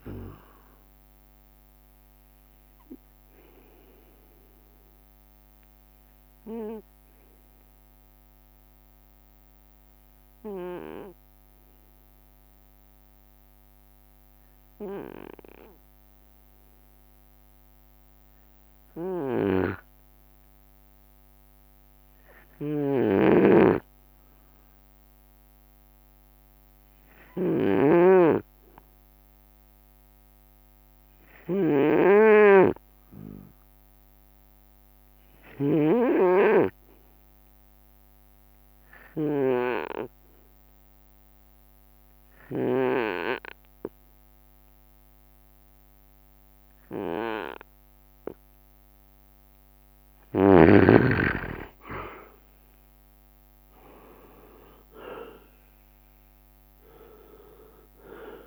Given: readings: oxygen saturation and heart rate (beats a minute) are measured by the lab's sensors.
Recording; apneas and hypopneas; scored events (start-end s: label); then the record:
breathing in sleep by a microphone on the trachea; 1
0.00-13.00 s: oxygen desaturation (device-marked, oxygen 90% lowest, heart rate 64 extreme)
2.00-49.00 s: obstructive apnea (oxygen 97% before, 88% lowest, heart rate 69 before, 64 extreme, up 3 after)
19.50-43.50 s: snoring (device-marked)
31.00-32.50 s: leg movement (device-marked)
34.00-58.47 s: oxygen desaturation (device-marked, oxygen 97% before, 88% lowest, heart rate 66 before, 65 extreme)
38.50-40.00 s: leg movement (device-marked)
46.50-48.00 s: leg movement (device-marked)
47.00-58.47 s: drop in pulse transit time (device-marked, heart rate 66 before, 66 extreme)
49.00-52.50 s: leg movement (device-marked)
52.00-56.00 s: arousal
54.50-56.00 s: leg movement (device-marked)
From the record:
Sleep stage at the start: N2 (light sleep); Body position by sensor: on the right side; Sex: male